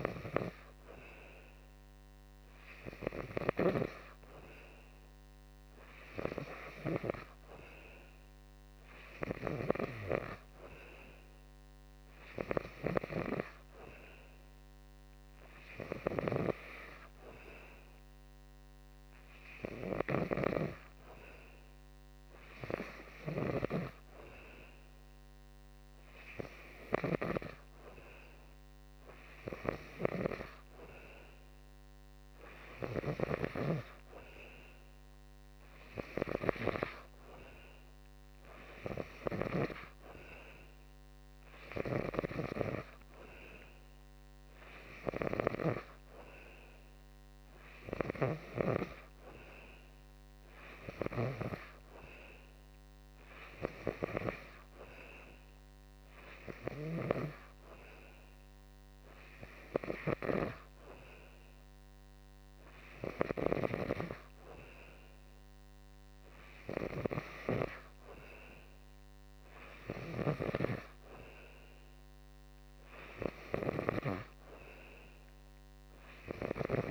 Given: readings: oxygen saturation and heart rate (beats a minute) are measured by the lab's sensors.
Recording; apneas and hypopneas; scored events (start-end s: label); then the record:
breathing in sleep by a microphone on the trachea; none
none scored
From the record:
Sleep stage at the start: N2 (light sleep); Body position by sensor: on the back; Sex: male